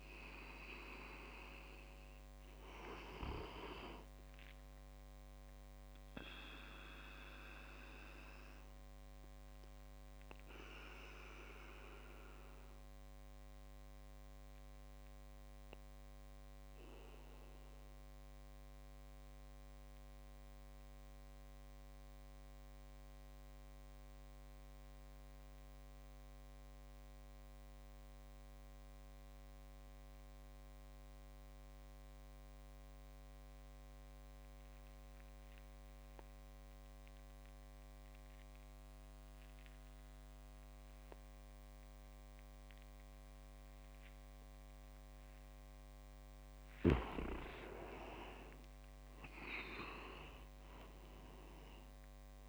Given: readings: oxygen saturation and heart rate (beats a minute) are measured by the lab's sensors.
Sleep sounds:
breathing in sleep by a microphone on the trachea; 1
0.00-21.50 s: oxygen desaturation (device-marked, oxygen 87% lowest)
6.50-45.50 s: obstructive apnea (oxygen 96% before, 87% lowest)
40.50-52.49 s: oxygen desaturation (device-marked, oxygen 98% before, 88% lowest)
47.50-52.00 s: arousal
49.00-52.49 s: leg movement (device-marked)
From the record:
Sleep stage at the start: N2 (light sleep); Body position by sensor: on the back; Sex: male

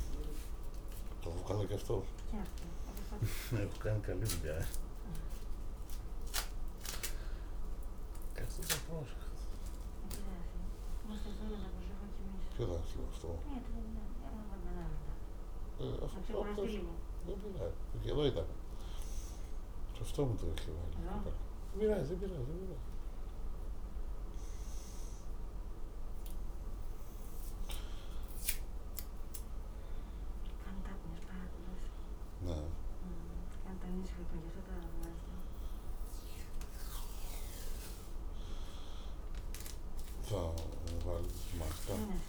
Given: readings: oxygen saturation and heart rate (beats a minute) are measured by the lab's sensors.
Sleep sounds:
breathing in sleep by a room microphone; none
17.50-22.00 s: snoring (device-marked)
From the record:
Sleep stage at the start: N3 (deep sleep); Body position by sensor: on the back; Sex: male

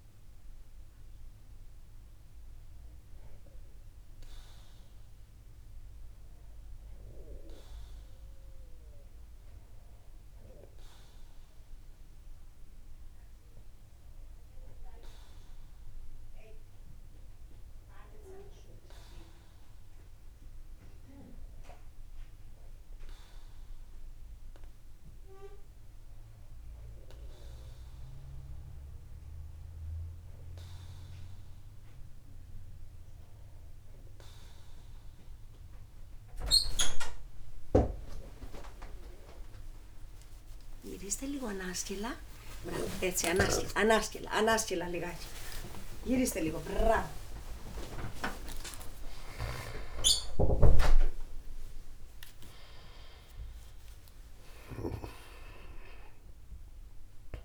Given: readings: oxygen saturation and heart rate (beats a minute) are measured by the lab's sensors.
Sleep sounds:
a person partly awake in a sleep study, by a room microphone; none
41.50-43.50 s: long interval between heartbeats (device-marked)
42.00-57.45 s: new sleep stage, awake
43.50-45.50 s: long interval between heartbeats (device-marked)
45.50-47.50 s: long interval between heartbeats (device-marked, heart rate 43 before, 190 extreme)
49.50-51.50 s: long interval between heartbeats (device-marked, heart rate 79 before, 187 extreme)
51.50-53.50 s: long interval between heartbeats (device-marked, heart rate 98 before, 146 extreme)
55.00-57.00 s: long interval between heartbeats (device-marked, heart rate 130 before, 130 extreme)
From the record:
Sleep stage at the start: N2 (light sleep); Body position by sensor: upright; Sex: male

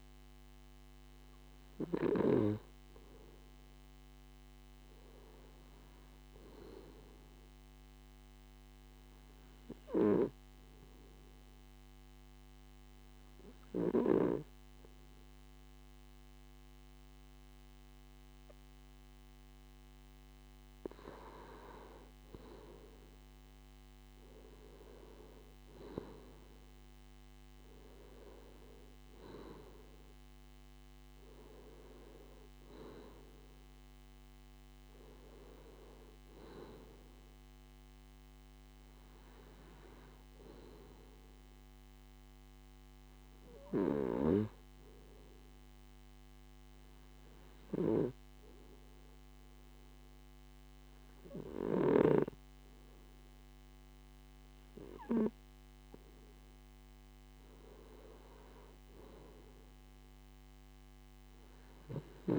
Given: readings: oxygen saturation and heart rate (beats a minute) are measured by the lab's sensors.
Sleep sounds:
breathing in sleep by a microphone on the trachea; 2
9.50-20.50 s: obstructive apnea (oxygen 97% before, 94% lowest, heart rate 61 before, 34 extreme, up 7 after)
23.00-28.00 s: arousal
45.50-56.50 s: obstructive apnea (oxygen 95% before, 94% lowest, heart rate 90 before, 52 extreme, up 9 after)
59.00-62.38 s: arousal
From the record:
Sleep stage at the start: N2 (light sleep); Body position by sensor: on the left side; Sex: male

